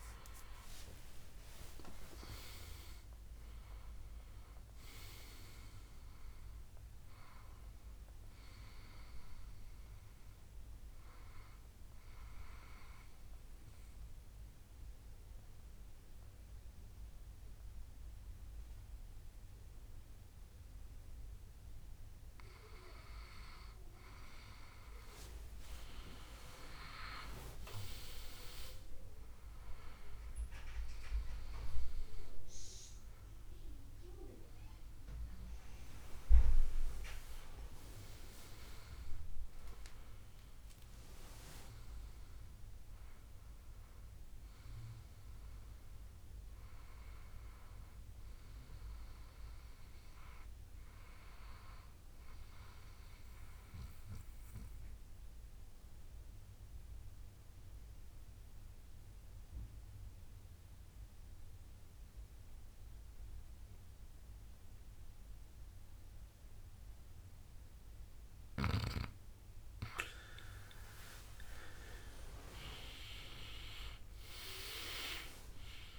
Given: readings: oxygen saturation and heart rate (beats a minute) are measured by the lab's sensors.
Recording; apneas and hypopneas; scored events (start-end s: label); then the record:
breathing in sleep by a room microphone; 2
0.00-22.00 s: oxygen desaturation (device-marked, oxygen 94% lowest, heart rate 64 extreme)
13.50-25.50 s: obstructive apnea (oxygen 98% before, 94% lowest, heart rate 75 before, 64 extreme, up 11 after)
26.50-30.00 s: arousal
38.50-40.50 s: long interval between heartbeats (device-marked, heart rate 69 before, 78 extreme)
45.00-60.00 s: oxygen desaturation (device-marked, oxygen 98% before, 95% lowest, heart rate 75 before, 62 extreme)
52.50-69.00 s: obstructive apnea (oxygen 99% before, 94% lowest, heart rate 76 before, 62 extreme, up 15 after)
72.50-75.99 s: arousal
From the record:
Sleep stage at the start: N2 (light sleep); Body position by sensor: on the back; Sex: male